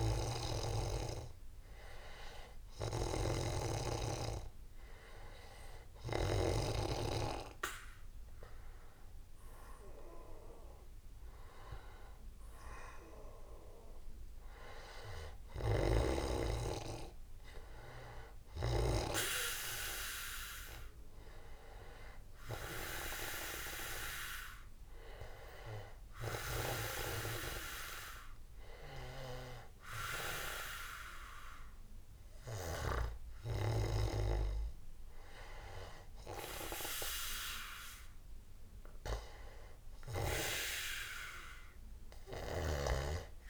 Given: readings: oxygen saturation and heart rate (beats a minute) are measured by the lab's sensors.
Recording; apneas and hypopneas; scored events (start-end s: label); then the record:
breathing in sleep by a room microphone; none
0.00-6.50 s: snoring (device-marked)
15.50-19.00 s: snoring (device-marked)
30.00-43.49 s: new sleep stage, N2 (light sleep)
From the record:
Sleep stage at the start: N1 (lightest sleep); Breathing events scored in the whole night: 271 in 4.0 hours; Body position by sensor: on the back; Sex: male